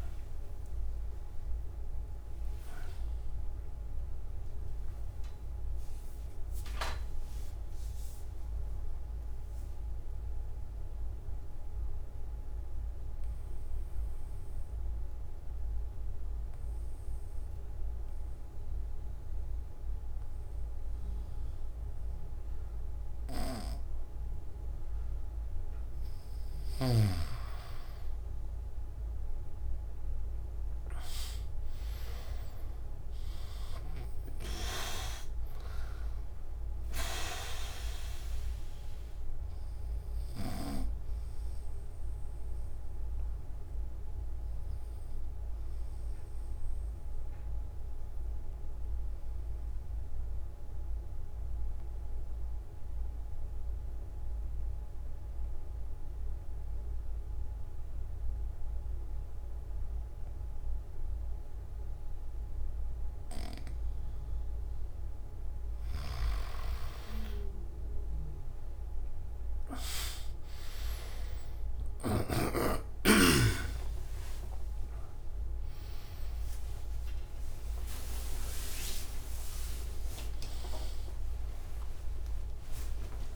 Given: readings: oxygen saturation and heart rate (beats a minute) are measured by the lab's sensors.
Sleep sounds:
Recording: breathing in sleep by a room microphone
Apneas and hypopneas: 2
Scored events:
0.50-83.36 s: new sleep stage, N1 (lightest sleep)
9.50-26.00 s: obstructive apnea (oxygen 100% before, 94% lowest)
40.50-64.00 s: obstructive apnea (oxygen 100% before, 94% lowest)
44.50-56.50 s: oxygen desaturation (device-marked, oxygen 99% before, 94% lowest)
65.50-72.00 s: snoring (device-marked)
From the record:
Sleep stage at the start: N3 (deep sleep)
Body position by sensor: on the back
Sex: male

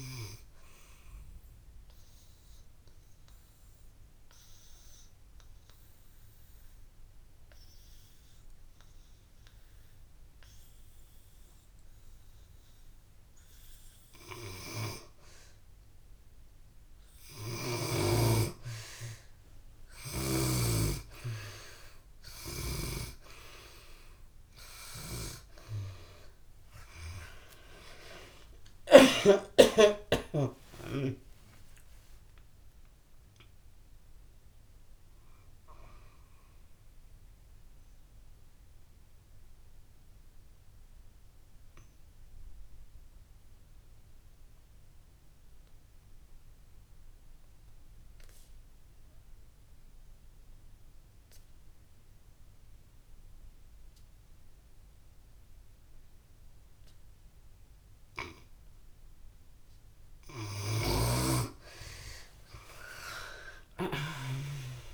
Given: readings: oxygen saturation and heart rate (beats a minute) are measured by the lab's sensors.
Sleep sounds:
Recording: breathing in sleep by a room microphone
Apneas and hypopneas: 2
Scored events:
0.00-19.00 s: oxygen desaturation (device-marked, oxygen 75% lowest)
1.00-15.00 s: obstructive apnea (oxygen 94% before, 75% lowest)
21.00-55.00 s: oxygen desaturation (device-marked, oxygen 93% before, 76% lowest)
26.50-30.50 s: arousal
36.00-59.00 s: obstructive apnea (oxygen 93% before, 71% lowest)
60.00-64.94 s: oxygen desaturation (device-marked, oxygen 98% before, 71% lowest)
62.50-64.94 s: arousal
From the record:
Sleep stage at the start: N2 (light sleep)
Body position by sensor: on the back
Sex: female

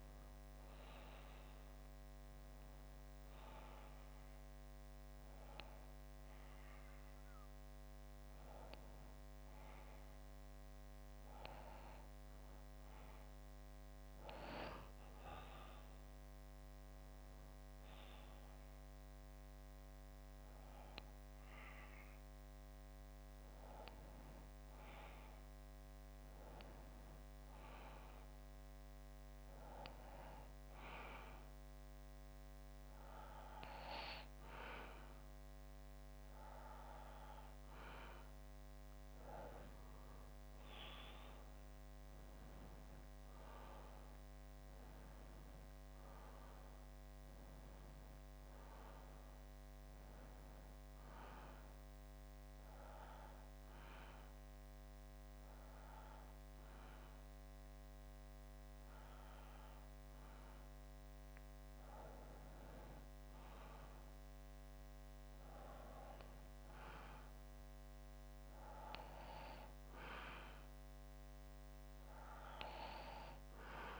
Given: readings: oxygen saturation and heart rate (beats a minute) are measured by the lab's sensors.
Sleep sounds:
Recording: breathing in sleep by a microphone on the trachea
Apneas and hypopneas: 3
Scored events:
1.00-12.00 s: obstructive apnea (oxygen 99% before, 93% lowest, heart rate 63 before, 61 extreme, up 7 after)
2.00-17.00 s: oxygen desaturation (device-marked, oxygen 98% before, 95% lowest, heart rate 63 before, 61 extreme)
17.50-21.00 s: arousal
28.50-38.50 s: obstructive apnea (oxygen 97% before, 93% lowest, heart rate 64 before, 61 extreme, up 1 after)
30.00-74.00 s: new sleep stage, N2 (light sleep)
41.50-45.50 s: arousal
51.00-62.00 s: obstructive apnea (oxygen 95% before, 92% lowest, heart rate 64 before, 61 extreme, up 3 after)
67.50-72.00 s: arousal
From the record:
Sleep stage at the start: REM sleep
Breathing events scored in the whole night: 118 in 4.5 hours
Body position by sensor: on the back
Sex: male

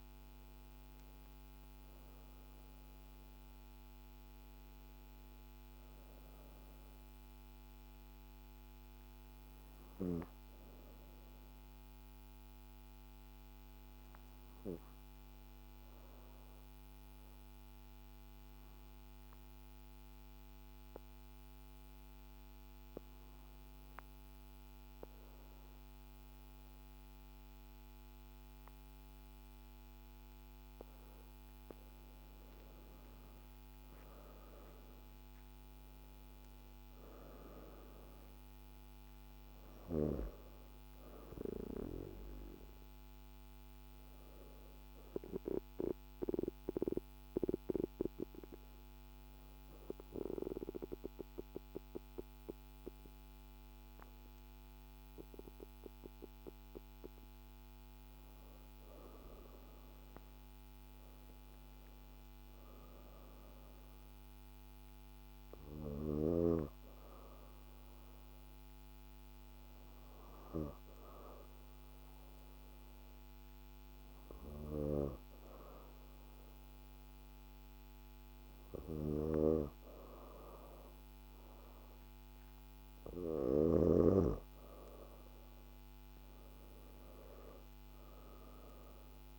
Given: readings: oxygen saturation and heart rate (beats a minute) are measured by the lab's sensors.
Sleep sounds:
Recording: breathing in sleep by a microphone on the trachea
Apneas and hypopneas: 3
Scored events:
0.00-18.00 s: oxygen desaturation (device-marked, oxygen 89% lowest, heart rate 35 extreme)
12.00-31.00 s: obstructive apnea (oxygen 96% before, 84% lowest, heart rate 47 before, 46 extreme, up 1 after)
32.00-52.00 s: oxygen desaturation (device-marked, oxygen 98% before, 84% lowest, heart rate 53 before, 50 extreme)
33.00-37.50 s: arousal
45.50-57.50 s: obstructive apnea (oxygen 98% before, 84% lowest, heart rate 52 before, 53 extreme, up 3 after)
59.50-62.50 s: arousal
66.00-82.50 s: obstructive apnea (oxygen 98% before, 90% lowest, heart rate 54 before, 43 extreme, up 4 after)
85.50-89.39 s: arousal
86.00-89.39 s: oxygen desaturation (device-marked, oxygen 96% before, 90% lowest, heart rate 54 before, 38 extreme)
From the record:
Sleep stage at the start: N2 (light sleep)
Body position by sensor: on the back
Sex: female

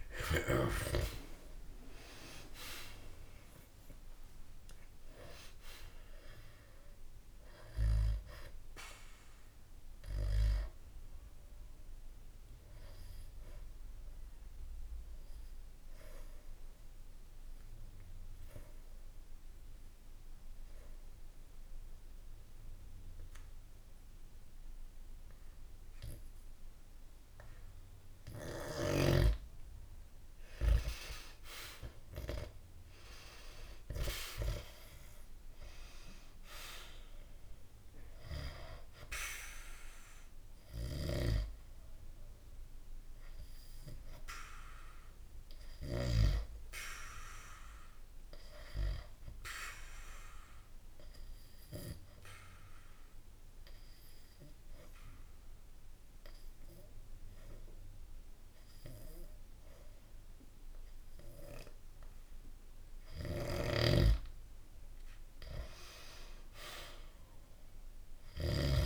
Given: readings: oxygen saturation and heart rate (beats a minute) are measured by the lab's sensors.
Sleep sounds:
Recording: breathing in sleep by a room microphone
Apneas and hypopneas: 2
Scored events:
0.00-1.00 s: arousal
6.00-23.00 s: oxygen desaturation (device-marked, oxygen 98% before, 90% lowest, heart rate 65 before, 65 extreme)
8.00-29.50 s: obstructive apnea (oxygen 98% before, 90% lowest, heart rate 65 before, 65 extreme, up 9 after)
31.50-35.50 s: arousal
37.00-56.00 s: oxygen desaturation (device-marked, oxygen 98% before, 90% lowest, heart rate 68 before, 65 extreme)
40.00-64.50 s: obstructive apnea (oxygen 98% before, 90% lowest, heart rate 69 before, 65 extreme, up 0 after)
63.50-68.86 s: snoring (device-marked)
66.00-68.86 s: arousal
From the record:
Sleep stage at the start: N2 (light sleep)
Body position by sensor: on the back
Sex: male

